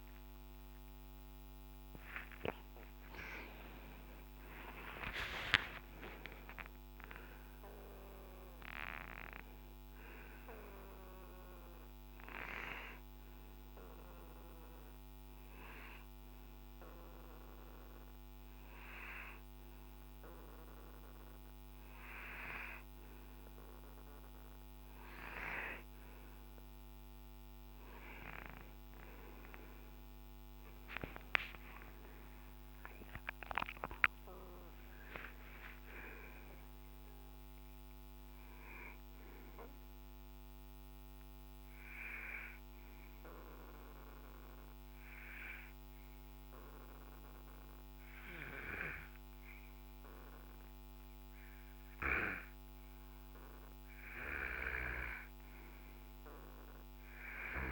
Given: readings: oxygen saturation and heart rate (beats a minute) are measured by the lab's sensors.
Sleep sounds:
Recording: breathing in sleep by a microphone on the trachea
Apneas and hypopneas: none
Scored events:
0.00-4.50 s: arousal
31.50-35.50 s: arousal
From the record:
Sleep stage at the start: N2 (light sleep)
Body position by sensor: on the right side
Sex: male

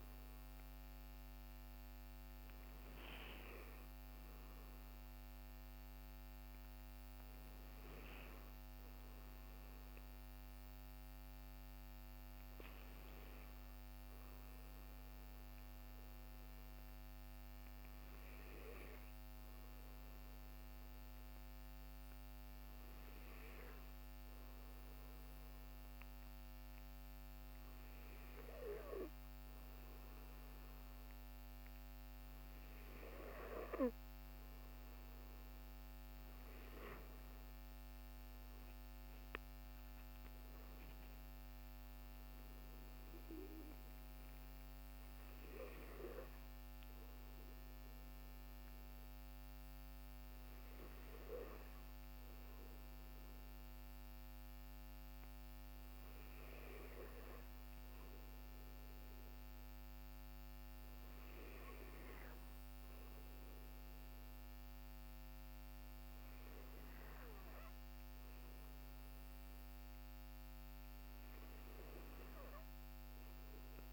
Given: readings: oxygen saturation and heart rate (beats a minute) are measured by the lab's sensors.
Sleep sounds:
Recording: breathing in sleep, hard to hear, by a microphone on the trachea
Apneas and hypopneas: 1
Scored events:
14.00-33.50 s: hypopnea (oxygen 96% before, 95% lowest, heart rate 63 before, 50 extreme, up 18 after)
36.50-40.50 s: arousal
From the record:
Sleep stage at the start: N2 (light sleep)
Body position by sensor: on the back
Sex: male

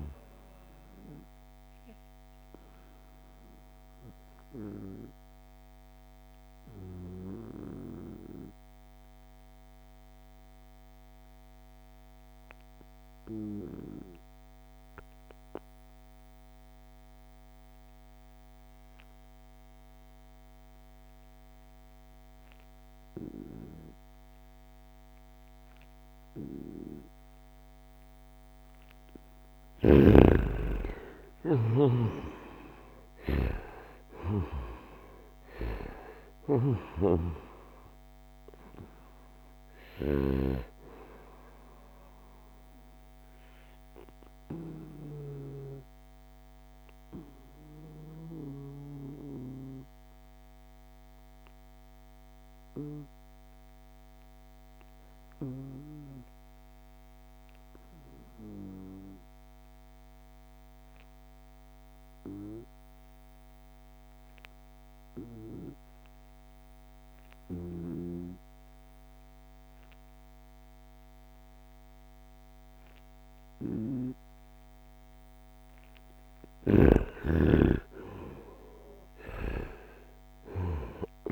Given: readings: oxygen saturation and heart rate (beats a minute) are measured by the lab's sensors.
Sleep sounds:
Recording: breathing in sleep by a microphone on the trachea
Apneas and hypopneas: 2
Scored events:
0.00-10.00 s: oxygen desaturation (device-marked, oxygen 91% lowest, heart rate 65 extreme)
0.50-27.50 s: obstructive apnea (oxygen 95% before, 88% lowest, heart rate 71 before, 65 extreme, up 14 after)
22.00-51.00 s: oxygen desaturation (device-marked, oxygen 95% before, 88% lowest, heart rate 72 before, 67 extreme)
27.50-29.50 s: long interval between heartbeats (device-marked, heart rate 69 before, 74 extreme)
29.00-39.50 s: snoring (device-marked)
29.50-34.00 s: arousal
43.00-75.00 s: obstructive apnea (oxygen 95% before, 87% lowest, heart rate 75 before, 66 extreme, up 5 after)
73.00-81.32 s: oxygen desaturation (device-marked, oxygen 95% before, 87% lowest, heart rate 73 before, 67 extreme)
76.50-81.32 s: arousal
From the record:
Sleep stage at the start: N2 (light sleep)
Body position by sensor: on the right side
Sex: male

